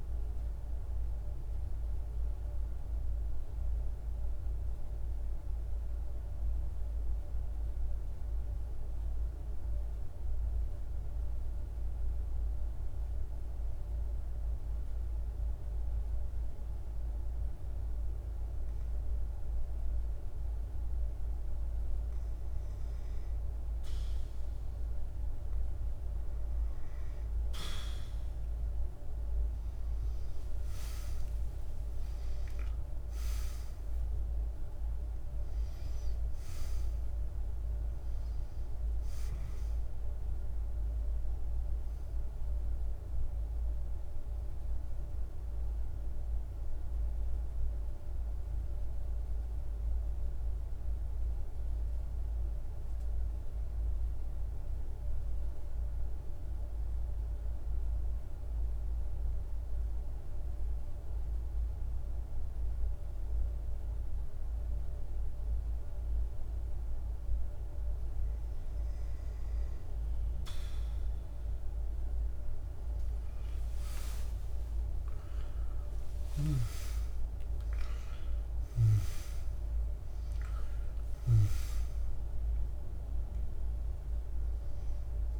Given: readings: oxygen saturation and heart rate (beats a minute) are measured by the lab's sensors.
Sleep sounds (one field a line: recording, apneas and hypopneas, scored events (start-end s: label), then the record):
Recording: breathing in sleep, hard to hear, by a room microphone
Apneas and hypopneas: 2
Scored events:
0.00-2.50 s: oxygen desaturation (device-marked, oxygen 90% lowest, heart rate 49 extreme)
1.50-21.50 s: mixed apnea (oxygen 96% before, 90% lowest, heart rate 53 before, 49 extreme, up 3 after)
21.50-50.50 s: oxygen desaturation (device-marked, oxygen 98% before, 90% lowest, heart rate 50 before, 49 extreme)
28.50-34.50 s: arousal
48.00-67.00 s: central apnea (oxygen 97% before, 90% lowest, heart rate 76 before, 49 extreme, up 35 after)
70.50-85.39 s: oxygen desaturation (device-marked, oxygen 97% before, 90% lowest, heart rate 50 before, 49 extreme)
72.00-76.50 s: arousal
From the record:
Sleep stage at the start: N2 (light sleep)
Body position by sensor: on the back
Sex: male